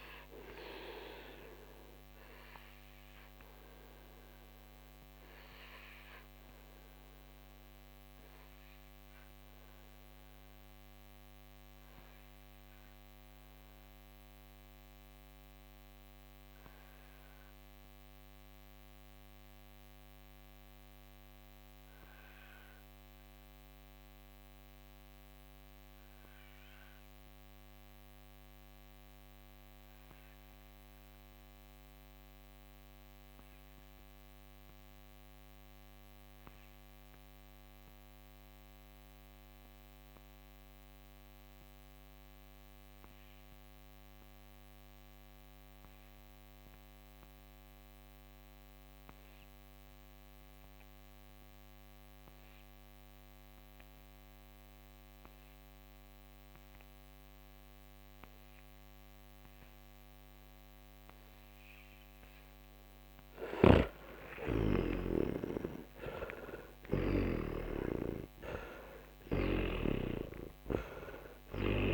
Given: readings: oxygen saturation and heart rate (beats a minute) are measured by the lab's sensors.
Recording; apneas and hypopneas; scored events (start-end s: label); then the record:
breathing in sleep by a microphone on the trachea; 1
0.00-26.00 s: oxygen desaturation (device-marked, oxygen 84% lowest, heart rate 43 extreme)
1.00-61.00 s: mixed apnea (oxygen 98% before, 81% lowest, heart rate 67 before, 43 extreme, up 20 after)
50.00-71.94 s: oxygen desaturation (device-marked, oxygen 98% before, 81% lowest, heart rate 53 before, 42 extreme)
63.00-67.00 s: snoring (device-marked)
63.00-68.00 s: arousal
From the record:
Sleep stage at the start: N2 (light sleep); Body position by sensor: on the back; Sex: male